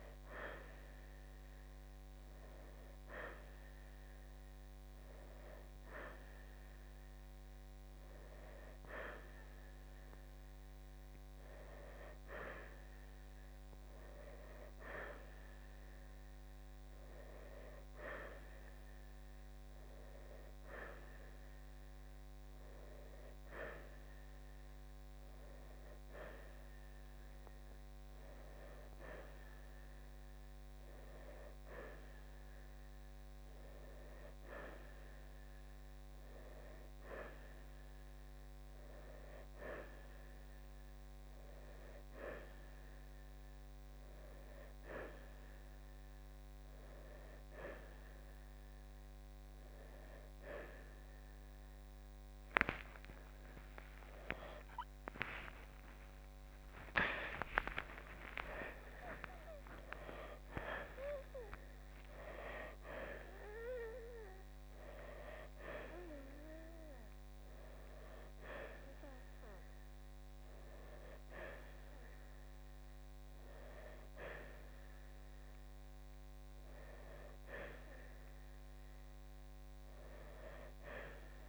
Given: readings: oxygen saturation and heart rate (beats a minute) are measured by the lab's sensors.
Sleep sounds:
breathing in sleep by a microphone on the trachea; none
6.50-14.50 s: oxygen desaturation (device-marked, oxygen 95% before, 90% lowest, heart rate 67 before, 67 extreme)
54.00-60.50 s: arousal
From the record:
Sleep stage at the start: N1 (lightest sleep); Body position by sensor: on the right side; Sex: male

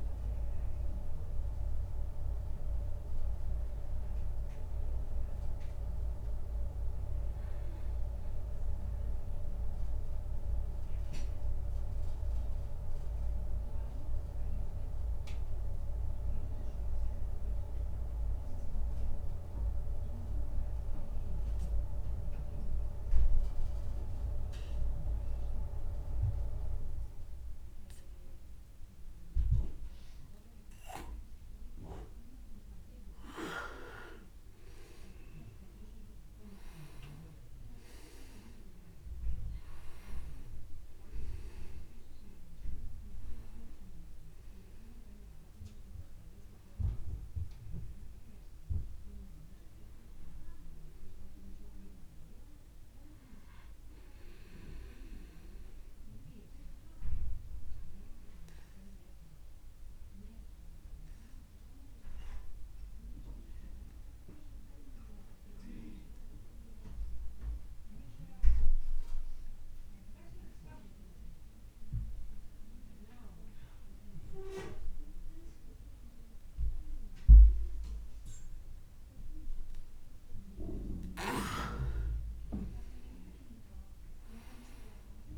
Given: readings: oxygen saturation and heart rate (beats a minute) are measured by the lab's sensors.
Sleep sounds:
breathing in sleep by a room microphone; 2
0.00-12.50 s: oxygen desaturation (device-marked, oxygen 91% lowest)
6.00-32.50 s: obstructive apnea (oxygen 98% before, 91% lowest)
34.50-38.00 s: arousal
38.50-63.50 s: oxygen desaturation (device-marked, oxygen 98% before, 93% lowest)
55.50-81.00 s: obstructive apnea (oxygen 99% before, 92% lowest)
83.00-85.38 s: arousal
From the record:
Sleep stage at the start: N2 (light sleep); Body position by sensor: on the back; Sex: male

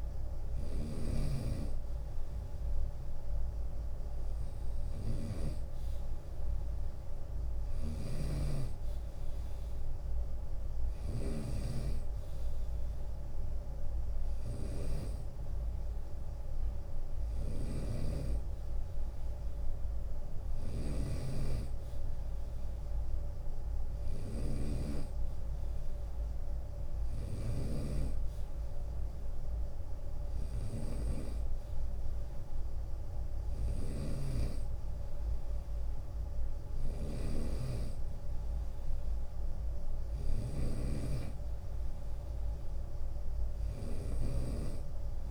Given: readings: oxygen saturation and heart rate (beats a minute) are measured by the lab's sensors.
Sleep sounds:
breathing in sleep by a room microphone; none
0.00-4.50 s: snoring (device-marked)
0.50-2.50 s: long interval between heartbeats (device-marked, heart rate 75 before, 65 extreme)
6.50-45.31 s: snoring (device-marked)
7.50-18.50 s: drop in pulse transit time (device-marked, heart rate 72 before, 72 extreme)
13.50-15.50 s: long interval between heartbeats (device-marked, heart rate 73 before, 75 extreme)
From the record:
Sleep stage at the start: N2 (light sleep); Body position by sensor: on the right side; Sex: male

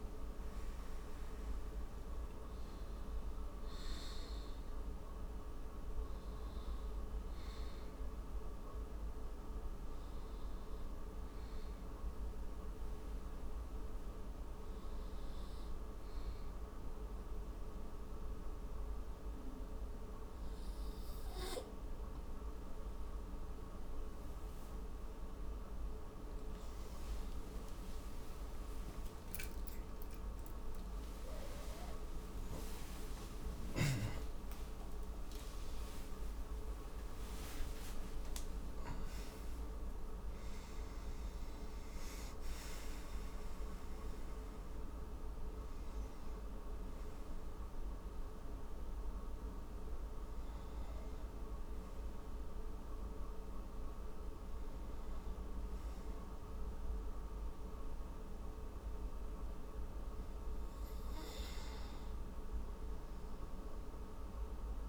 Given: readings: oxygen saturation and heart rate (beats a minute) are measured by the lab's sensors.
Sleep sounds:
a person partly awake in a sleep study, hard to hear, by a room microphone; none
0.00-9.00 s: oxygen desaturation (device-marked, oxygen 93% lowest)
17.00-27.00 s: oxygen desaturation (device-marked, oxygen 94% before, 91% lowest)
20.00-50.00 s: new sleep stage, awake
32.00-41.00 s: tachycardia (device-marked)
33.50-37.50 s: snoring (device-marked)
50.00-64.89 s: new sleep stage, N2 (light sleep)
From the record:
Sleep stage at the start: N2 (light sleep); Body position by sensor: on the right side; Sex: male

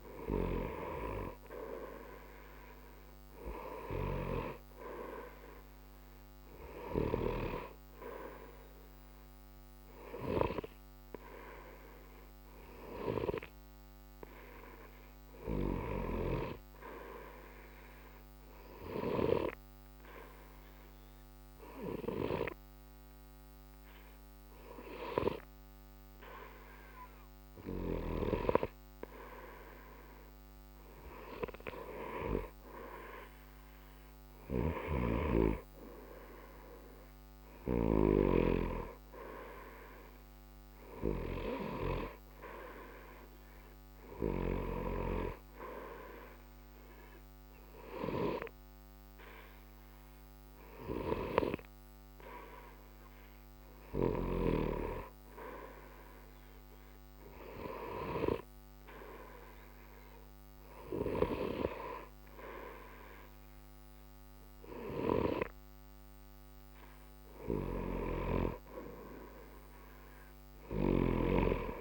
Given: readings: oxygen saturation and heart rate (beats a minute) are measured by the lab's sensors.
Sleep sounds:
breathing in sleep by a microphone on the trachea; 2
17.00-28.50 s: obstructive apnea (oxygen 94% before, 92% lowest, heart rate 60 before, 60 extreme, up 0 after)
31.50-35.00 s: arousal
54.00-67.00 s: hypopnea (oxygen 94% before, 92% lowest, heart rate 60 before, 60 extreme, up 0 after)
69.50-71.81 s: arousal
From the record:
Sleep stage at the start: N2 (light sleep); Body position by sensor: on the right side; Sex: male

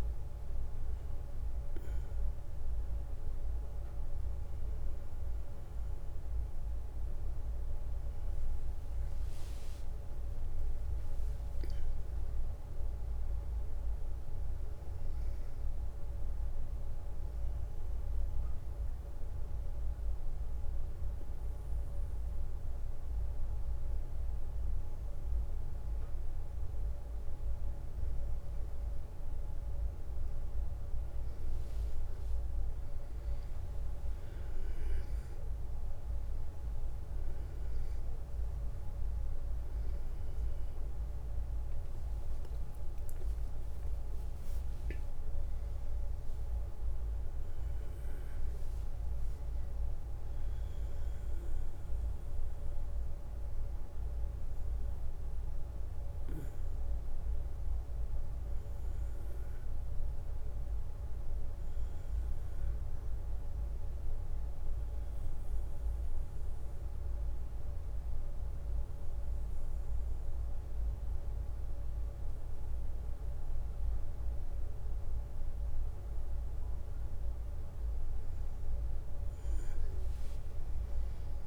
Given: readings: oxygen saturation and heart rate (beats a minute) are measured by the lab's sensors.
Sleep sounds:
breathing in sleep, hard to hear, by a room microphone; 2
7.50-11.00 s: arousal
16.50-28.50 s: hypopnea (oxygen 96% before, 92% lowest, heart rate 67 before, 66 extreme, up 3 after)
31.50-35.00 s: arousal
35.00-50.00 s: oxygen desaturation (device-marked, oxygen 95% before, 92% lowest, heart rate 67 before, 63 extreme)
56.00-61.00 s: arousal
63.50-74.50 s: obstructive apnea (oxygen 95% before, 91% lowest, heart rate 70 before, 63 extreme, up 5 after)
76.50-80.00 s: arousal
80.00-81.47 s: oxygen desaturation (device-marked, oxygen 95% before, 91% lowest, heart rate 67 before, 64 extreme)
From the record:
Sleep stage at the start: N1 (lightest sleep); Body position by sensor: on the back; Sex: male

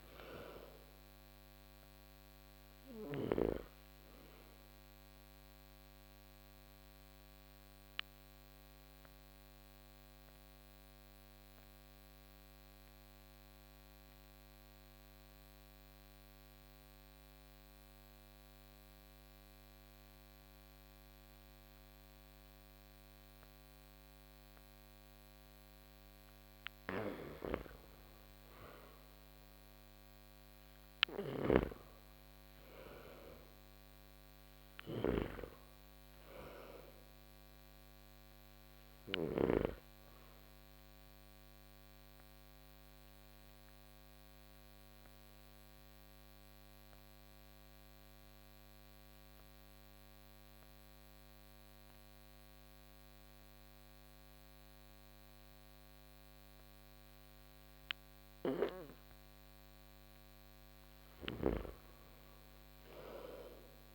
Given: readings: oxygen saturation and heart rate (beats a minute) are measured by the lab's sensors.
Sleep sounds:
breathing in sleep by a microphone on the trachea; 2
0.00-20.50 s: oxygen desaturation (device-marked, oxygen 86% lowest)
7.00-27.00 s: mixed apnea (oxygen 98% before, 85% lowest)
28.00-31.00 s: arousal
30.50-39.00 s: snoring (device-marked)
30.50-59.50 s: oxygen desaturation (device-marked, oxygen 98% before, 85% lowest)
41.00-58.50 s: obstructive apnea (oxygen 98% before, 85% lowest)
60.50-63.95 s: snoring (device-marked)
62.00-63.95 s: arousal
From the record:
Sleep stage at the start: N2 (light sleep); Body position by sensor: on the back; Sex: male

